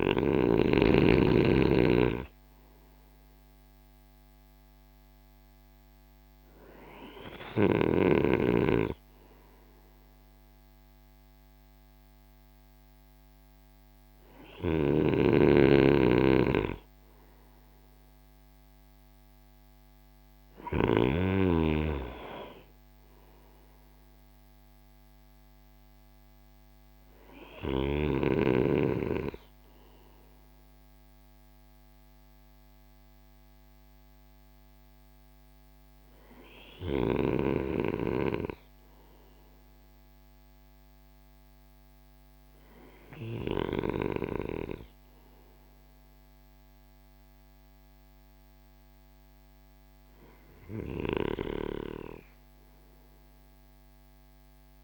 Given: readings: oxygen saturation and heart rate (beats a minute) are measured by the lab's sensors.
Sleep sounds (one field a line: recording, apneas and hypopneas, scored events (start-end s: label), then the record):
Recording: breathing in sleep by a microphone on the trachea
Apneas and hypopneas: none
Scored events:
13.50-20.00 s: snoring (device-marked)
From the record:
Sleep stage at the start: N2 (light sleep)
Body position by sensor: on the right side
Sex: male